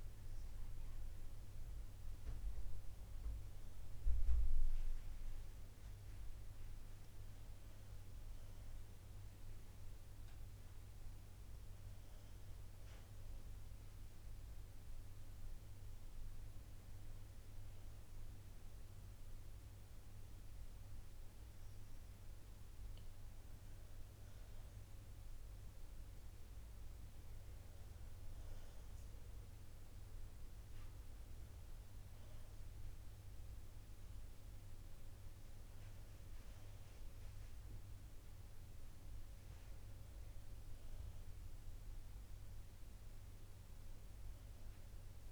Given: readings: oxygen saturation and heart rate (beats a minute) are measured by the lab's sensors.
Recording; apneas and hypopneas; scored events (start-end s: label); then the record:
breathing in sleep, hard to hear, by a room microphone; none
17.50-45.32 s: new sleep stage, N2 (light sleep)
From the record:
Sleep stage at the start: N1 (lightest sleep); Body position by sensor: on the back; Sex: female